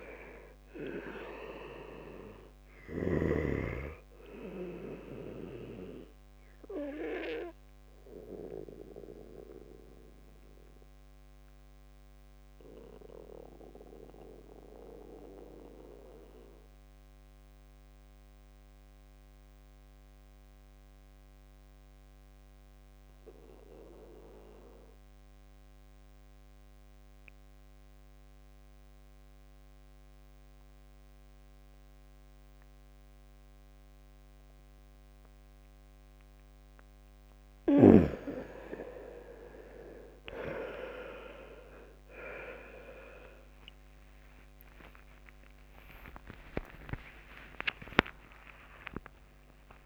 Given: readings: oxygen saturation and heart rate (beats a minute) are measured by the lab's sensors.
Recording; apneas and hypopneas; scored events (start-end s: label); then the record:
breathing in sleep by a microphone on the trachea; 1
0.00-1.00 s: arousal
0.00-22.00 s: oxygen desaturation (device-marked, oxygen 82% lowest, heart rate 56 extreme)
8.50-37.00 s: obstructive apnea (oxygen 98% before, 82% lowest, heart rate 65 before, 59 extreme, up 12 after)
34.00-49.86 s: oxygen desaturation (device-marked, oxygen 98% before, 85% lowest, heart rate 69 before, 59 extreme)
37.00-39.00 s: bradycardia (device-marked, heart rate 68 before, 63 extreme)
39.00-41.00 s: long interval between heartbeats (device-marked, heart rate 68 before, 59 extreme)
44.00-49.86 s: arousal
44.50-46.50 s: long interval between heartbeats (device-marked, heart rate 66 before, 75 extreme)
46.50-48.50 s: long interval between heartbeats (device-marked, heart rate 66 before, 81 extreme)
From the record:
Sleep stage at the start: N2 (light sleep); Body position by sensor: on the back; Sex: male